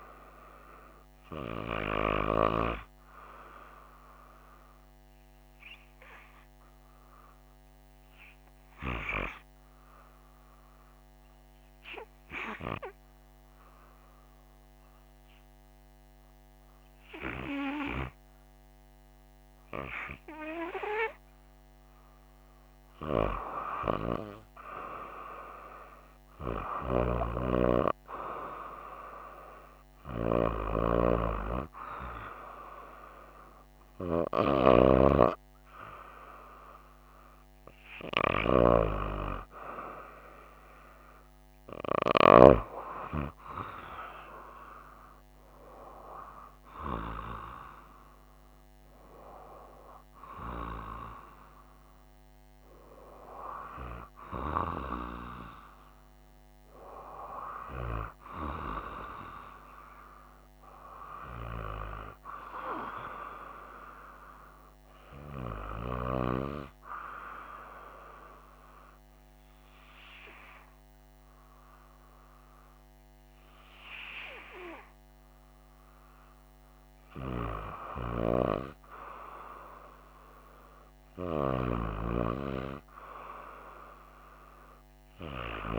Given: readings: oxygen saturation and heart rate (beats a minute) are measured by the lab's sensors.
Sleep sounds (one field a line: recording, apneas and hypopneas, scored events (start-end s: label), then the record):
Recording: breathing in sleep by a microphone on the trachea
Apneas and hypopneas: 1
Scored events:
5.00-20.50 s: hypopnea (oxygen 96% before, 92% lowest, heart rate 65 before, 63 extreme, up 0 after)
24.50-29.00 s: arousal
From the record:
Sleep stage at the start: REM sleep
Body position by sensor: on the right side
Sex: female